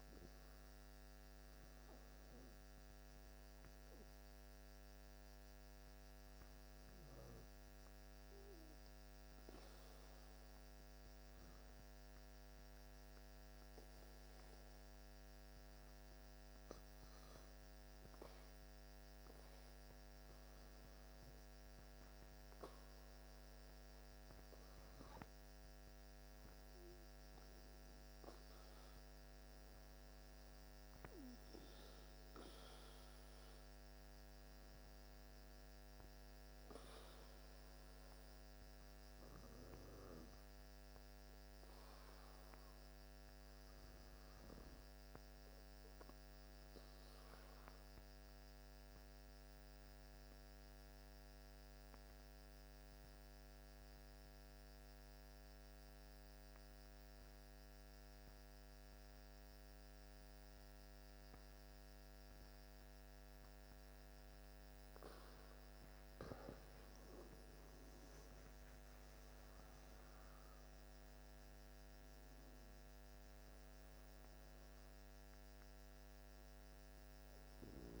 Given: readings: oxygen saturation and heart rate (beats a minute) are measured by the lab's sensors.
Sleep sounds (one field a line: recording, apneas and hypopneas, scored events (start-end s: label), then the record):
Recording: breathing in sleep, hard to hear, by a microphone on the trachea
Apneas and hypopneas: 2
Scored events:
1.50-6.00 s: arousal
12.00-23.00 s: hypopnea (oxygen 96% before, 85% lowest, heart rate 59 before, 58 extreme, up 3 after)
24.50-28.50 s: arousal
26.00-43.00 s: oxygen desaturation (device-marked, oxygen 96% before, 92% lowest, heart rate 59 before, 57 extreme)
48.00-66.00 s: obstructive apnea (oxygen 96% before, 85% lowest, heart rate 60 before, 51 extreme, up 12 after)
64.00-78.00 s: oxygen desaturation (device-marked, oxygen 95% before, 85% lowest, heart rate 58 before, 51 extreme)
68.00-72.00 s: arousal
From the record:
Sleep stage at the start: N2 (light sleep)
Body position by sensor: on the back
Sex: male